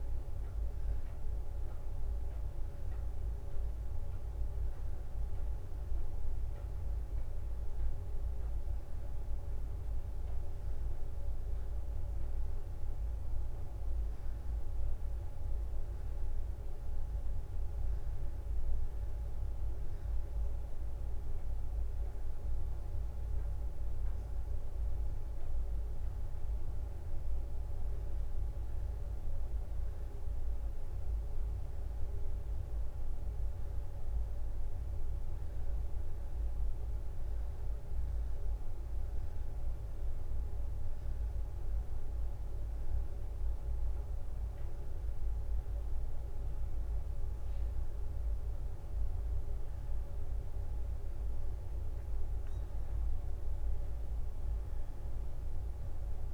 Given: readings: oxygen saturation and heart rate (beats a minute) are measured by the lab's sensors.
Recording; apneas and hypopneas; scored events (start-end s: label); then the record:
a person awake in a sleep study, hard to hear, by a room microphone; none
12.00-23.00 s: drop in pulse transit time (device-marked, heart rate 65 before, 63 extreme)
36.50-38.00 s: leg movement (device-marked)
38.00-39.00 s: leg movement (device-marked)
40.50-48.00 s: leg movement (device-marked)
From the record:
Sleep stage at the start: awake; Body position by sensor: on the back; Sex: female